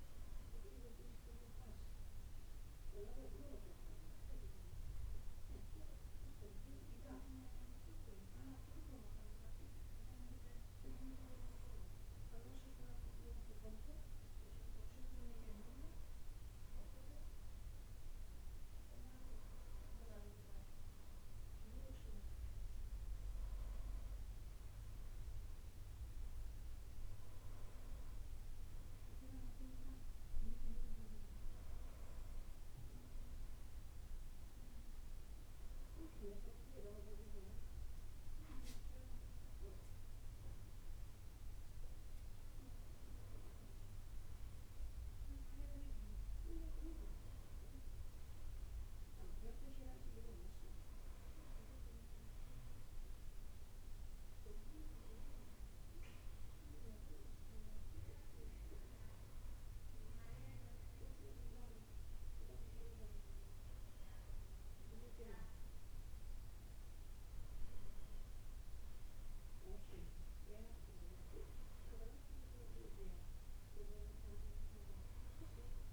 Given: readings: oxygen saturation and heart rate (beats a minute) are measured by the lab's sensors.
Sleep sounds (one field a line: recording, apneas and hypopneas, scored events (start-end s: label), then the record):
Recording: a person awake in a sleep study, by a room microphone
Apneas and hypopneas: none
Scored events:
none scored
From the record:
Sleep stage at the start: awake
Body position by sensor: on the back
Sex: male